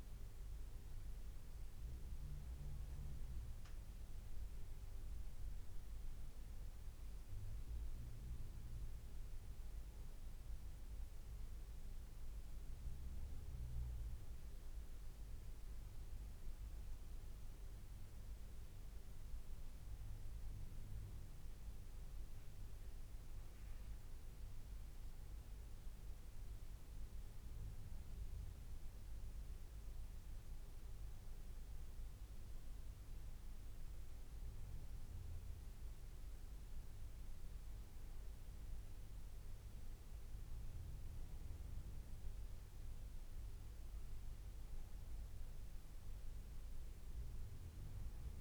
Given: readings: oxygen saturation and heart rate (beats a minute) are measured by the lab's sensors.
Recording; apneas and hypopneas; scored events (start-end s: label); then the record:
breathing in sleep, hard to hear, by a room microphone; none
none scored
From the record:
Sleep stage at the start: N2 (light sleep); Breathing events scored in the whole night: 12 in 4.4 hours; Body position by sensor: on the back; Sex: male